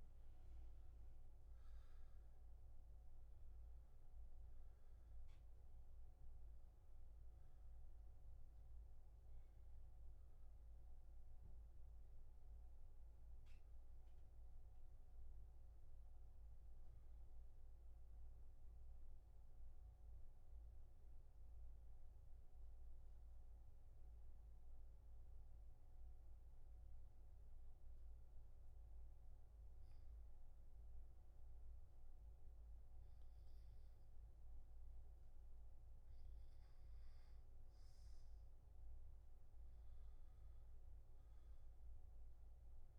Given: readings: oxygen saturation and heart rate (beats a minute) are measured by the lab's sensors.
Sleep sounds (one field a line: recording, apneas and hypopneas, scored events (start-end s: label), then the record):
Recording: breathing in sleep, hard to hear, by a room microphone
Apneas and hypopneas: 1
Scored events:
0.00-15.50 s: oxygen desaturation (device-marked, oxygen 89% lowest, heart rate 63 extreme)
18.50-34.50 s: hypopnea (oxygen 99% before, 91% lowest, heart rate 75 before, 63 extreme, up 9 after)
34.50-42.99 s: oxygen desaturation (device-marked, oxygen 98% before, 91% lowest, heart rate 69 before, 64 extreme)
40.00-42.99 s: arousal
From the record:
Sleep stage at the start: N2 (light sleep)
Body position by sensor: on the back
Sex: male